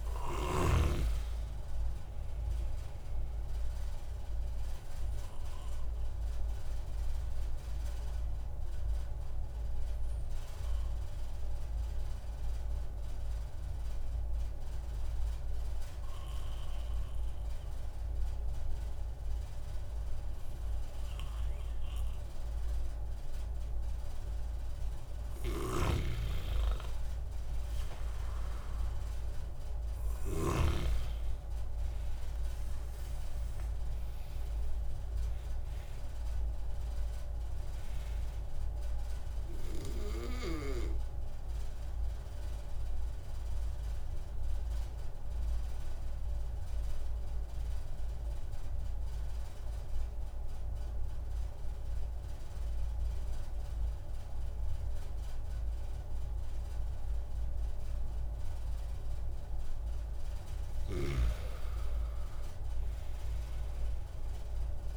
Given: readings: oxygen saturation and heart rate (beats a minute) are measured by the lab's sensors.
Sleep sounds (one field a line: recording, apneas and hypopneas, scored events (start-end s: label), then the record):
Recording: breathing in sleep by a room microphone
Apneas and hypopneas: 2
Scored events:
5.50-25.00 s: obstructive apnea (oxygen 97% before, 92% lowest)
28.00-31.50 s: arousal
33.00-53.00 s: oxygen desaturation (device-marked, oxygen 96% before, 92% lowest)
41.50-60.50 s: obstructive apnea (oxygen 97% before, 92% lowest)
62.50-64.97 s: arousal
From the record:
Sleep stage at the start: N2 (light sleep)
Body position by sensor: on the back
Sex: male